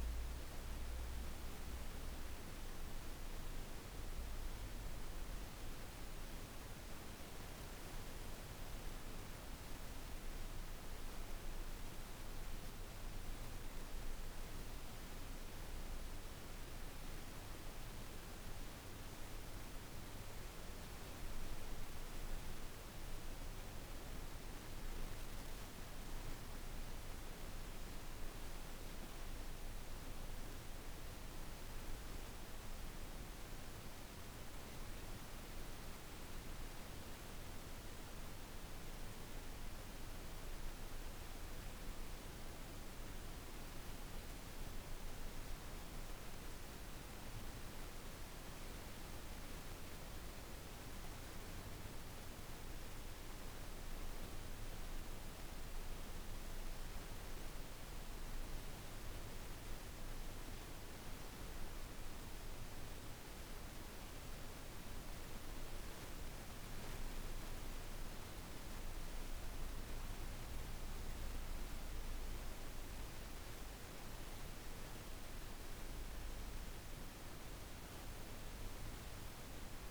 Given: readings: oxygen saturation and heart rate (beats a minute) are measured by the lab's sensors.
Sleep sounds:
a person awake in a sleep study, hard to hear, by a room microphone; none
none scored
From the record:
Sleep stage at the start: awake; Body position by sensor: on the back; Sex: female

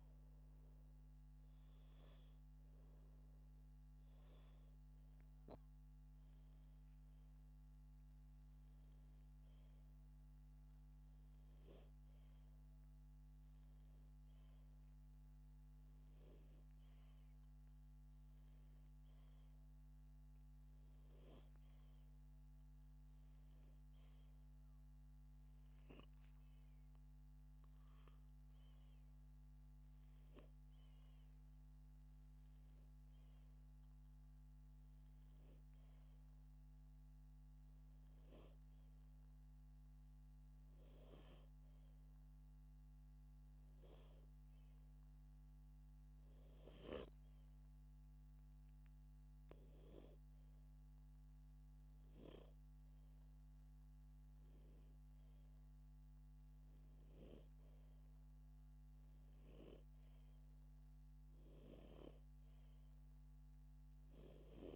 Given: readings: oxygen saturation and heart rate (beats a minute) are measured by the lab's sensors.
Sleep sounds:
breathing in sleep by a microphone on the trachea; none
none scored
From the record:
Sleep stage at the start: N2 (light sleep); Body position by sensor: upright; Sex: male

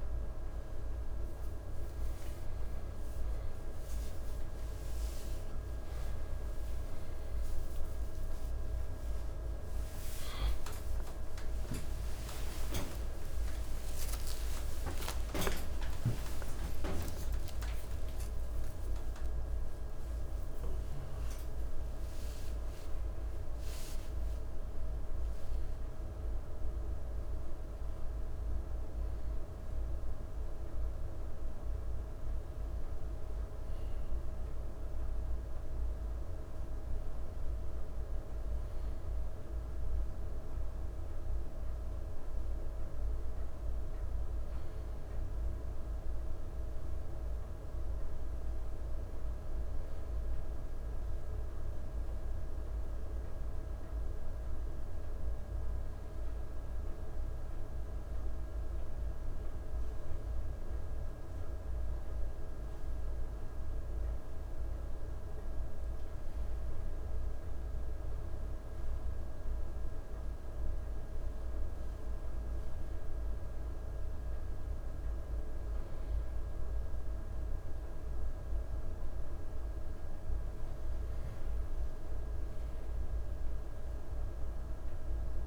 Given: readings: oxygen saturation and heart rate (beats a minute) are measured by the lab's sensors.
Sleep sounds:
a person partly awake in a sleep study, hard to hear, by a room microphone; none
1.00-20.00 s: tachycardia (device-marked, heart rate 61 before, 160 extreme)
10.00-40.00 s: new sleep stage, awake
40.00-70.00 s: new sleep stage, N1 (lightest sleep)
70.00-85.47 s: new sleep stage, N2 (light sleep)
From the record:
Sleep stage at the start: N2 (light sleep); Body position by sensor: on the back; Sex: male

